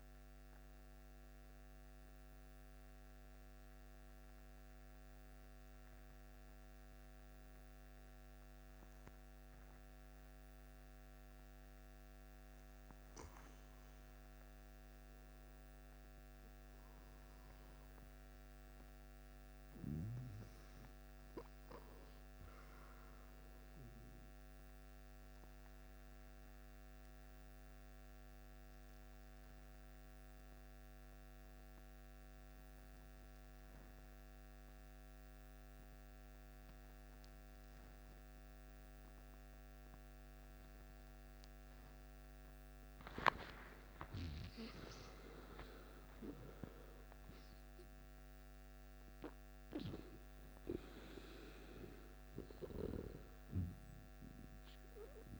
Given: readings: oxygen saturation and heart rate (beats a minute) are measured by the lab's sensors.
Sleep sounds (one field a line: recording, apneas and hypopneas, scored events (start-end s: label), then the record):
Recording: breathing in sleep by a microphone on the trachea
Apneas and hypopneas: 2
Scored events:
0.00-5.50 s: oxygen desaturation (device-marked, oxygen 86% lowest, heart rate 55 extreme)
2.00-13.00 s: mixed apnea (oxygen 90% before, 88% lowest, heart rate 75 before, 55 extreme, up 8 after)
14.00-19.00 s: arousal
25.50-36.50 s: oxygen desaturation (device-marked, oxygen 98% before, 94% lowest, heart rate 60 before, 55 extreme)
25.50-42.50 s: obstructive apnea (oxygen 99% before, 93% lowest, heart rate 60 before, 55 extreme, up 10 after)
43.50-48.00 s: arousal
From the record:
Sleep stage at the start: N1 (lightest sleep)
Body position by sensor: on the back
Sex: male